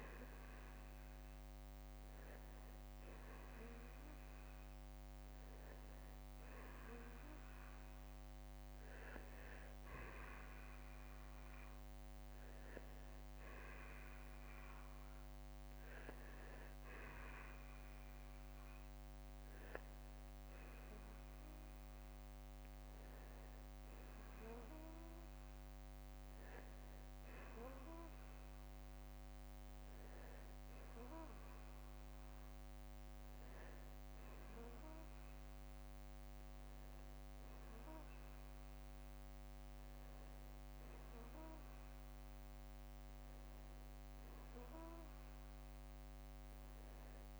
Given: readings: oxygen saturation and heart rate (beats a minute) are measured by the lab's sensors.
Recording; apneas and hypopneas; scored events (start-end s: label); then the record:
breathing in sleep, hard to hear, by a microphone on the trachea; none
none scored
From the record:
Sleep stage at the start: N2 (light sleep); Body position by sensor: on the back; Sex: male